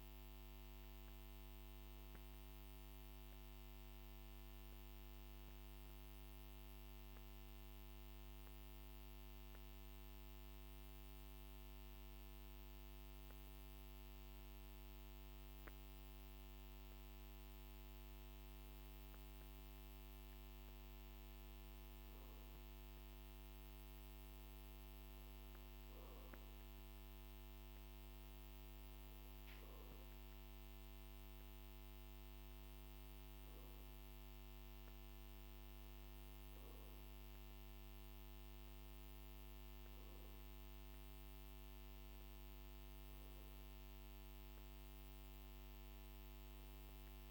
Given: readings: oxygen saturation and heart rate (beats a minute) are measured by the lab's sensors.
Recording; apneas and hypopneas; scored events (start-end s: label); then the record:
breathing in sleep, hard to hear, by a microphone on the trachea; 1
0.00-15.50 s: oxygen desaturation (device-marked, oxygen 88% lowest, heart rate 48 extreme)
3.00-21.50 s: hypopnea (oxygen 92% before, 88% lowest, heart rate 53 before, 48 extreme, up 1 after)
23.50-27.00 s: arousal
From the record:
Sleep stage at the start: N2 (light sleep); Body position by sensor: on the back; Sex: male